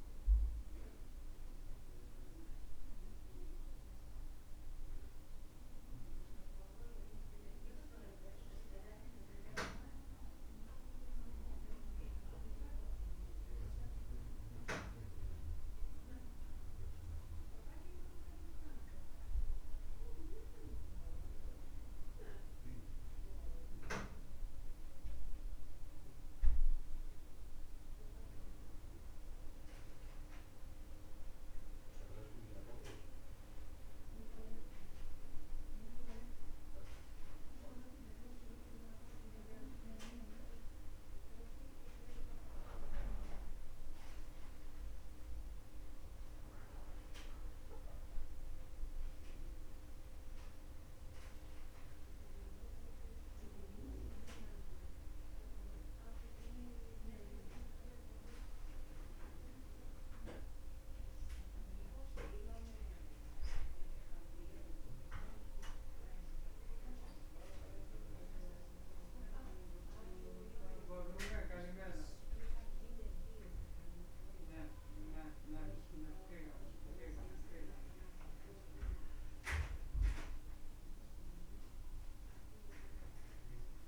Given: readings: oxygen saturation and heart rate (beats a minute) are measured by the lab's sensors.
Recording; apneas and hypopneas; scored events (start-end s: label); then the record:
breathing in sleep by a room microphone; none
0.00-17.50 s: oxygen desaturation (device-marked, oxygen 85% lowest, heart rate 63 extreme)
From the record:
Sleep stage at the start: N2 (light sleep); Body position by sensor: on the back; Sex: male